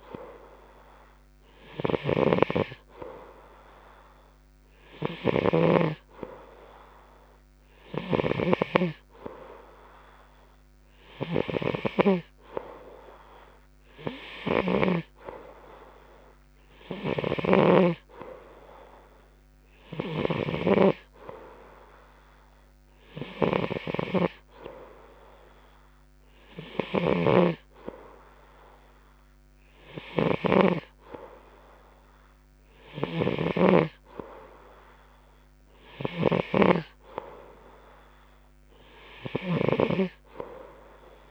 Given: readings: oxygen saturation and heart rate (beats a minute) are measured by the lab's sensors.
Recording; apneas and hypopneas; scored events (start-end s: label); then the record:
breathing in sleep by a microphone on the trachea; none
0.00-9.00 s: snoring (device-marked)
17.50-21.00 s: snoring (device-marked)
27.50-37.00 s: snoring (device-marked)
From the record:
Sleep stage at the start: N2 (light sleep); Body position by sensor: on the right side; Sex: male